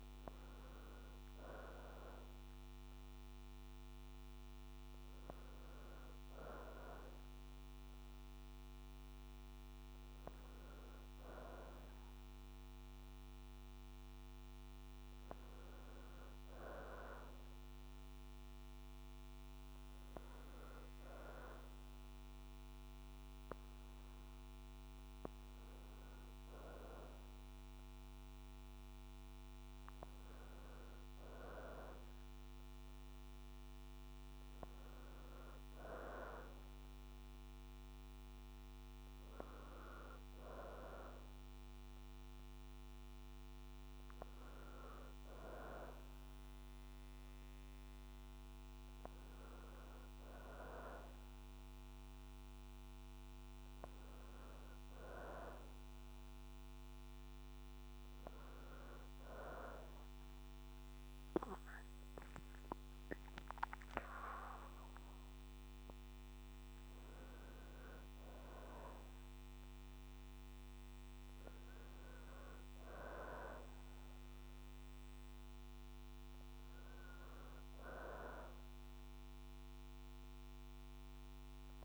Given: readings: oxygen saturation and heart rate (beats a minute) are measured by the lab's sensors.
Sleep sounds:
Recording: breathing in sleep by a microphone on the trachea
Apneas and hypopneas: none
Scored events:
62.50-66.50 s: arousal
From the record:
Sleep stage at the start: REM sleep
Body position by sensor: on the back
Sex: female

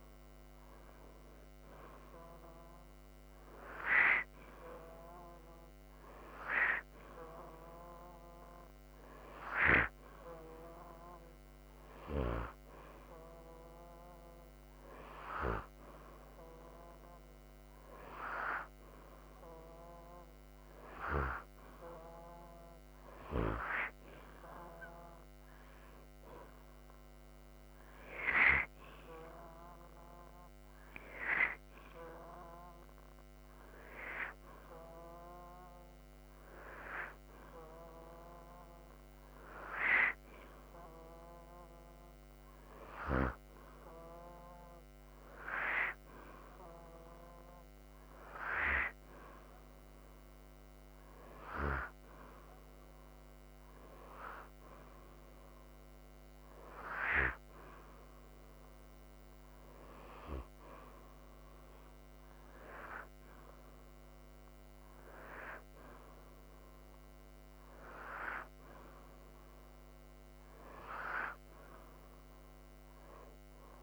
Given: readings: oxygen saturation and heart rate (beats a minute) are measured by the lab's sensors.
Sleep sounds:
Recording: breathing in sleep by a microphone on the trachea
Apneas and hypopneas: none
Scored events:
none scored
From the record:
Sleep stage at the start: N2 (light sleep)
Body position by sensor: upright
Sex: male

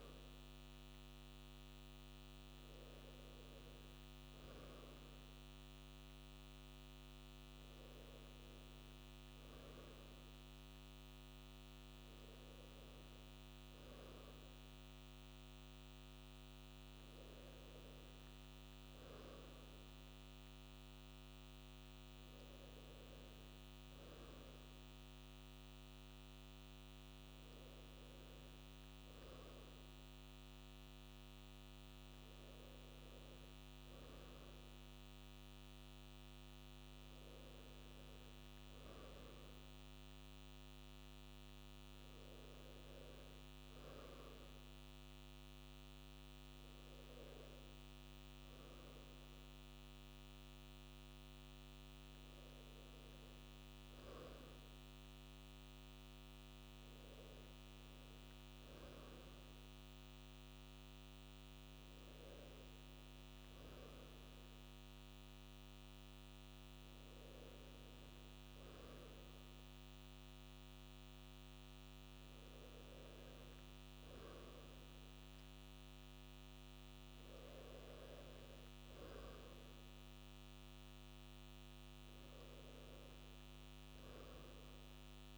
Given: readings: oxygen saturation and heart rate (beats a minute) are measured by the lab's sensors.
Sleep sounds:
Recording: a person awake in a sleep study, hard to hear, by a microphone on the trachea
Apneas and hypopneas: none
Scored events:
42.00-46.00 s: arousal
From the record:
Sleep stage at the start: awake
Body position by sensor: on the right side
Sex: male

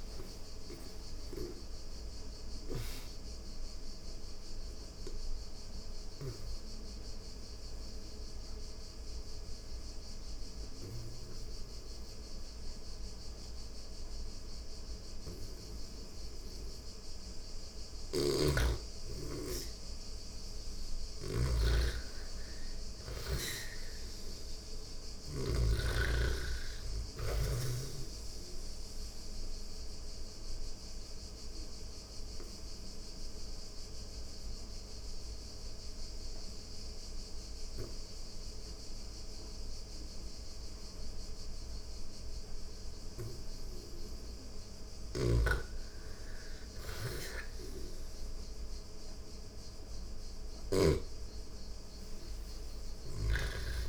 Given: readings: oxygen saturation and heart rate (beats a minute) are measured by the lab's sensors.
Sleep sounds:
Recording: breathing in sleep by a room microphone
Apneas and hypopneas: 2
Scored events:
0.00-1.00 s: snoring (device-marked)
0.00-17.50 s: oxygen desaturation (device-marked, oxygen 85% lowest)
4.00-15.00 s: obstructive apnea (oxygen 98% before, 85% lowest, heart rate 35 before, 27 extreme, up 13 after)
17.00-25.00 s: snoring (device-marked)
18.00-21.50 s: arousal
19.50-41.50 s: oxygen desaturation (device-marked, oxygen 98% before, 88% lowest)
28.50-43.00 s: obstructive apnea (oxygen 98% before, 88% lowest)
44.00-50.00 s: snoring (device-marked)
45.00-48.50 s: arousal
52.00-53.89 s: snoring (device-marked)
52.50-53.89 s: oxygen desaturation (device-marked, oxygen 99% before, 90% lowest)
From the record:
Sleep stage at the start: N2 (light sleep)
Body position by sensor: on the back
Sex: female

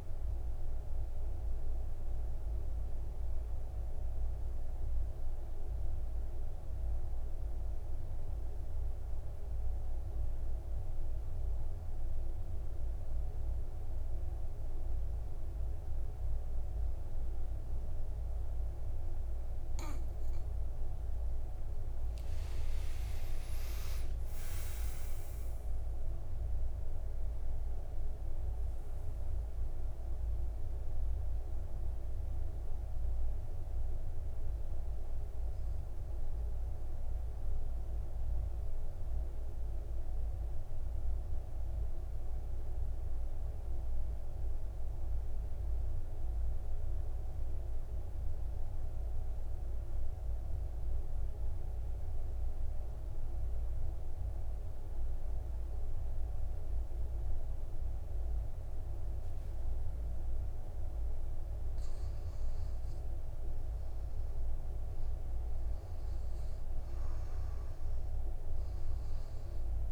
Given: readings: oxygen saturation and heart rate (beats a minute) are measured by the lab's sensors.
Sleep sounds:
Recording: breathing in sleep, hard to hear, by a room microphone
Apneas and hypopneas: 2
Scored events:
0.00-17.00 s: oxygen desaturation (device-marked, oxygen 91% lowest, heart rate 50 extreme)
5.50-20.50 s: mixed apnea (oxygen 98% before, 91% lowest, heart rate 67 before, 50 extreme, up 12 after)
21.50-24.50 s: arousal
27.00-42.00 s: oxygen desaturation (device-marked, oxygen 99% before, 92% lowest, heart rate 60 before, 50 extreme)
38.00-61.00 s: mixed apnea (oxygen 99% before, 90% lowest, heart rate 60 before, 53 extreme, up 3 after)
62.50-66.00 s: arousal
63.00-69.92 s: new sleep stage, REM sleep
65.00-69.92 s: oxygen desaturation (device-marked, oxygen 99% before, 91% lowest, heart rate 57 before, 55 extreme)
From the record:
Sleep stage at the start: N2 (light sleep)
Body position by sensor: on the back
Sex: male

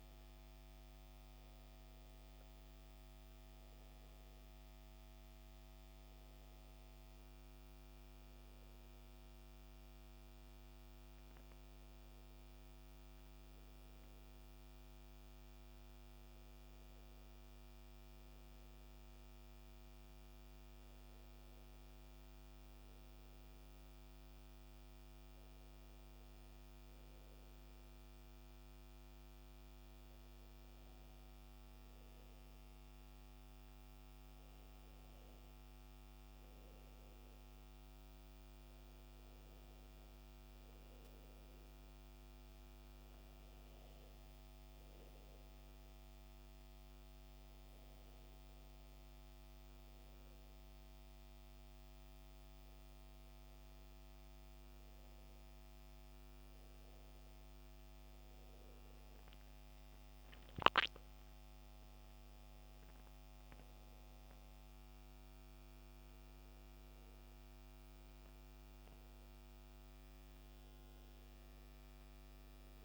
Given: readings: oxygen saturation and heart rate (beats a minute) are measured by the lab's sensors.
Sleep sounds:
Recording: breathing in sleep, hard to hear, by a microphone on the trachea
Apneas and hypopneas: none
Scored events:
none scored
From the record:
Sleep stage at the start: N2 (light sleep)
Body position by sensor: on the back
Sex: male

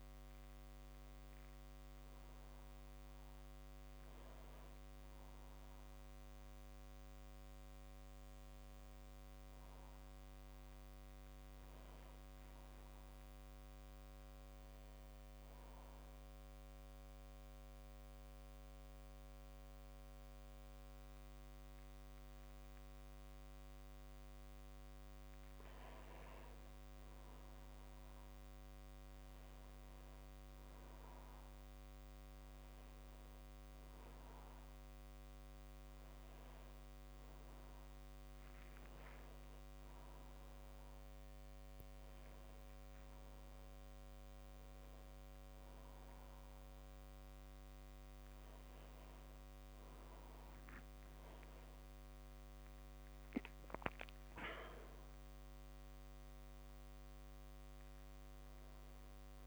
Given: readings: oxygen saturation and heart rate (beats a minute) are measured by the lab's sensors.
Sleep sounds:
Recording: breathing in sleep, hard to hear, by a microphone on the trachea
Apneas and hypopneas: 1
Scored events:
0.00-7.00 s: oxygen desaturation (device-marked, oxygen 87% lowest)
8.00-59.47 s: new sleep stage, N2 (light sleep)
9.50-13.00 s: arousal
16.00-26.00 s: central apnea (oxygen 100% before, 97% lowest)
28.50-32.50 s: arousal
From the record:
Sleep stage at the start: N1 (lightest sleep)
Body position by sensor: on the back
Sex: male

